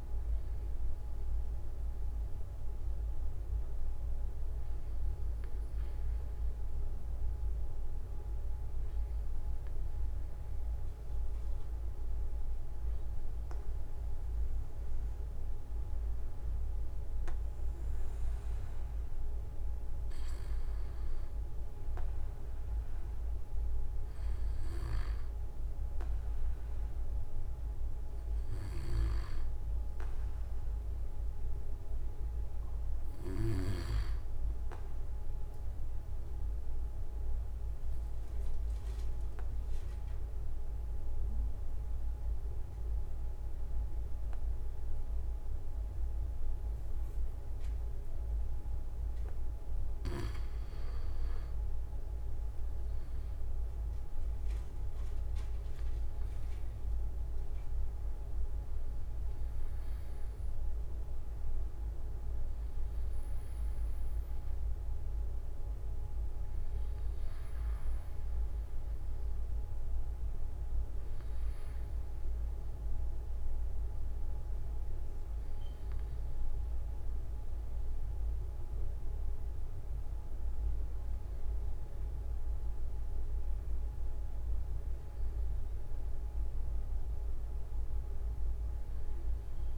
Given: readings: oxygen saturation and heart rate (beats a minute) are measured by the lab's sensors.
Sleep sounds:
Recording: breathing in sleep, hard to hear, by a room microphone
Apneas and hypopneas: 1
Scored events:
26.50-30.50 s: arousal
35.00-37.00 s: long interval between heartbeats (device-marked)
35.00-48.50 s: obstructive apnea (oxygen 94% before, 90% lowest)
47.50-49.50 s: long interval between heartbeats (device-marked)
51.00-55.50 s: arousal
58.50-81.50 s: oxygen desaturation (device-marked, oxygen 94% before, 90% lowest)
82.50-84.50 s: long interval between heartbeats (device-marked)
From the record:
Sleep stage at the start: REM sleep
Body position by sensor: on the back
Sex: male

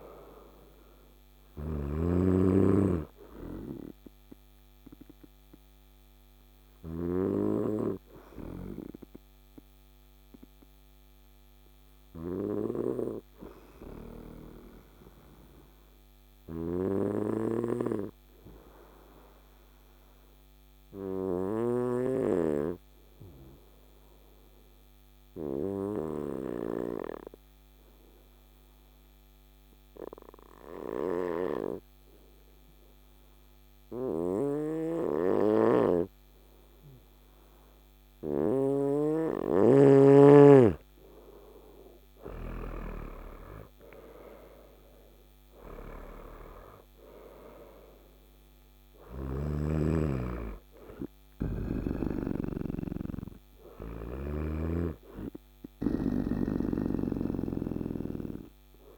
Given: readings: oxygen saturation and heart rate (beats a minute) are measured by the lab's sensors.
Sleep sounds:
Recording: breathing in sleep by a microphone on the trachea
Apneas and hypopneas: 1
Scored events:
0.00-19.00 s: oxygen desaturation (device-marked, oxygen 94% lowest, heart rate 54 extreme)
4.50-39.00 s: obstructive apnea (oxygen 99% before, 92% lowest, heart rate 61 before, 54 extreme, up 11 after)
40.00-58.98 s: oxygen desaturation (device-marked, oxygen 97% before, 92% lowest, heart rate 55 before, 54 extreme)
48.50-58.98 s: snoring (device-marked)
From the record:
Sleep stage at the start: N2 (light sleep)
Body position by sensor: on the right side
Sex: male

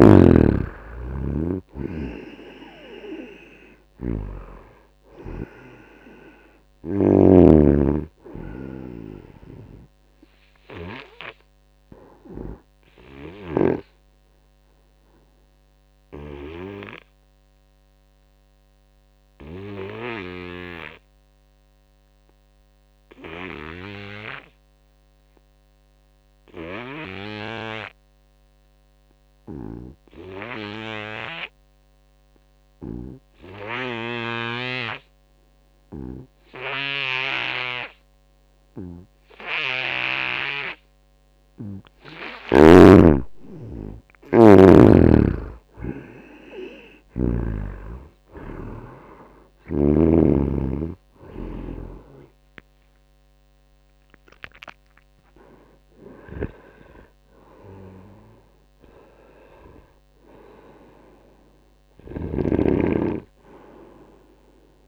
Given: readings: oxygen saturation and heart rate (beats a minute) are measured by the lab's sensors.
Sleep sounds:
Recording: breathing in sleep by a microphone on the trachea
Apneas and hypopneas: 1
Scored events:
0.00-22.50 s: oxygen desaturation (device-marked, oxygen 80% lowest, heart rate 77 extreme)
0.50-13.50 s: snoring (device-marked)
13.00-15.00 s: long interval between heartbeats (device-marked, heart rate 84 before, 96 extreme)
14.00-40.00 s: obstructive apnea (oxygen 96% before, 79% lowest, heart rate 85 before, 78 extreme, up 13 after)
36.00-38.00 s: long interval between heartbeats (device-marked, heart rate 84 before, 89 extreme)
36.50-64.88 s: oxygen desaturation (device-marked, oxygen 98% before, 79% lowest, heart rate 83 before, 79 extreme)
43.00-48.50 s: arousal
56.00-64.88 s: snoring (device-marked)
From the record:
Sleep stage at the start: N2 (light sleep)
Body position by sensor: on the right side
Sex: male

